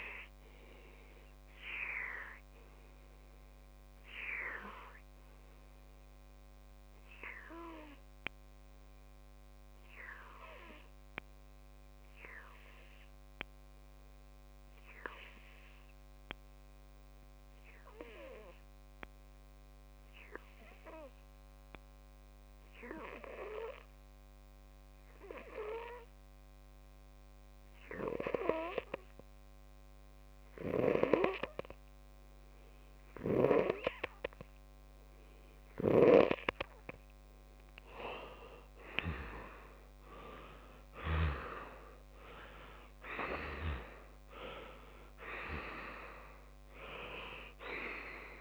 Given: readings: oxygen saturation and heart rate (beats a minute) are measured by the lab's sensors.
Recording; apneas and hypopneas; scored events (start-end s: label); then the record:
breathing in sleep by a microphone on the trachea; 1
0.50-37.00 s: obstructive apnea (oxygen 97% before, 94% lowest)
35.50-45.50 s: oxygen desaturation (device-marked, oxygen 98% before, 94% lowest)
40.00-44.50 s: arousal
From the record:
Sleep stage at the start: N2 (light sleep); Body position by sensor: on the left side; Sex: male